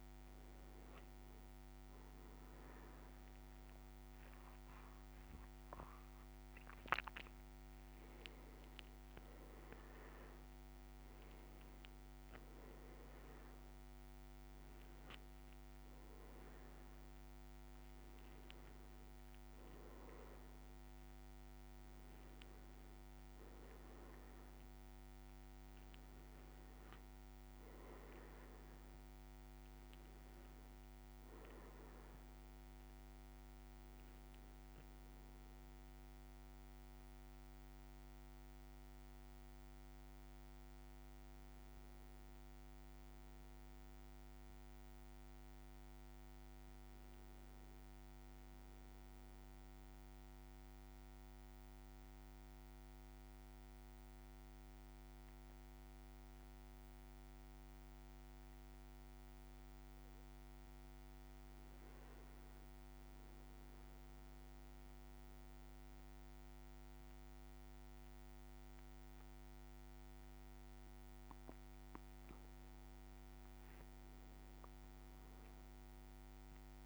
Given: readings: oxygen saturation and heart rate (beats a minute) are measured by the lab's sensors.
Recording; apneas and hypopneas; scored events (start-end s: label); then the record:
breathing in sleep, hard to hear, by a microphone on the trachea; 1
0.00-20.50 s: oxygen desaturation (device-marked, oxygen 93% lowest, heart rate 55 extreme)
26.00-30.00 s: arousal
35.00-72.50 s: hypopnea (oxygen 100% before, 97% lowest, heart rate 56 before, 55 extreme, up 2 after)
From the record:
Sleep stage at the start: REM sleep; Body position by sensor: on the back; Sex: male